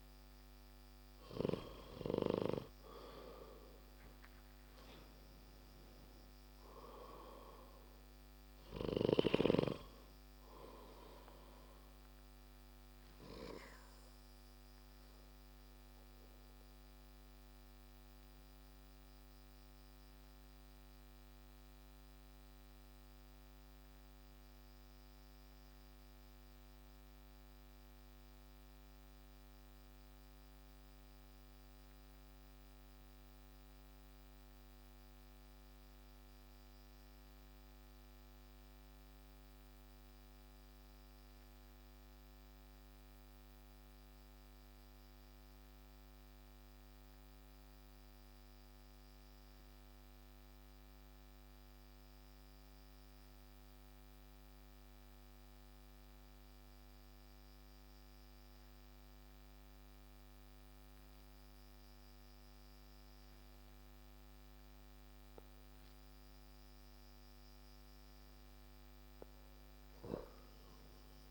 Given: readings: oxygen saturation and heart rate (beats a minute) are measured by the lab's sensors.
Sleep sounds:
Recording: breathing in sleep by a microphone on the trachea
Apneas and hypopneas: 1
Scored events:
0.00-14.50 s: oxygen desaturation (device-marked, oxygen 92% lowest)
13.50-66.50 s: obstructive apnea (oxygen 97% before, 91% lowest)
16.50-33.50 s: oxygen desaturation (device-marked, oxygen 97% before, 93% lowest)
56.50-71.31 s: oxygen desaturation (device-marked, oxygen 97% before, 92% lowest)
70.00-71.31 s: arousal
From the record:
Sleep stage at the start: N2 (light sleep)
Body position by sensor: on the back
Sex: male

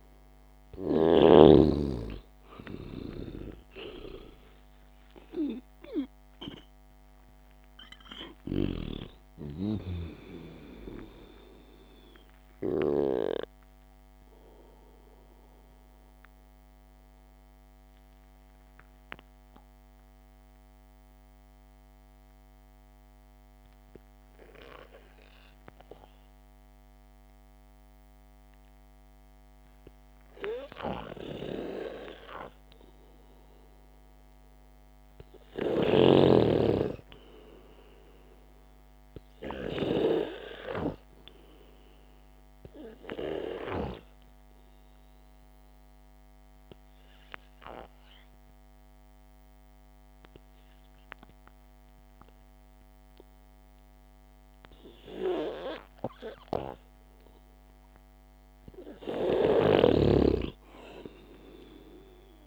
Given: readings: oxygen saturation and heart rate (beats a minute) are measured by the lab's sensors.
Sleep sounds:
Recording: breathing in sleep by a microphone on the trachea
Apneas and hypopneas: 2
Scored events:
0.00-29.50 s: oxygen desaturation (device-marked, oxygen 90% lowest, heart rate 54 extreme)
1.00-5.50 s: arousal
17.00-33.00 s: central apnea (oxygen 98% before, 90% lowest, heart rate 59 before, 54 extreme)
37.00-40.50 s: arousal
42.50-62.47 s: oxygen desaturation (device-marked, oxygen 98% before, 92% lowest, heart rate 61 before, 54 extreme)
44.00-56.50 s: obstructive apnea (oxygen 98% before, 91% lowest, heart rate 61 before, 54 extreme, up 4 after)
59.50-62.47 s: snoring (device-marked)
61.00-62.47 s: arousal
From the record:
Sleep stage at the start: N2 (light sleep)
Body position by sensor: on the back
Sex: male

